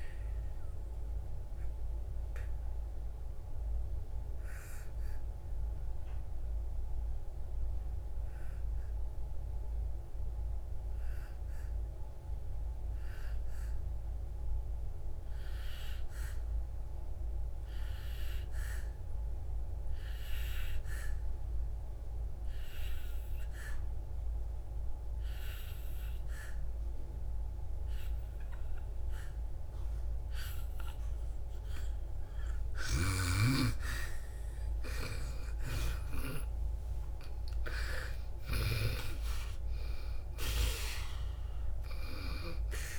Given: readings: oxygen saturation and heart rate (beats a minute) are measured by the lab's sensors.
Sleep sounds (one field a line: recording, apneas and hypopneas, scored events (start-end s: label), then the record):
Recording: breathing in sleep by a room microphone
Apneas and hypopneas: 1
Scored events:
0.00-24.50 s: oxygen desaturation (device-marked, oxygen 89% lowest, heart rate 54 extreme)
1.00-33.00 s: obstructive apnea (oxygen 98% before, 88% lowest, heart rate 64 before, 54 extreme, up 9 after)
32.50-42.99 s: oxygen desaturation (device-marked, oxygen 98% before, 90% lowest, heart rate 60 before, 55 extreme)
34.00-38.50 s: arousal
From the record:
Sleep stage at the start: N2 (light sleep)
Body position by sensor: on the back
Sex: female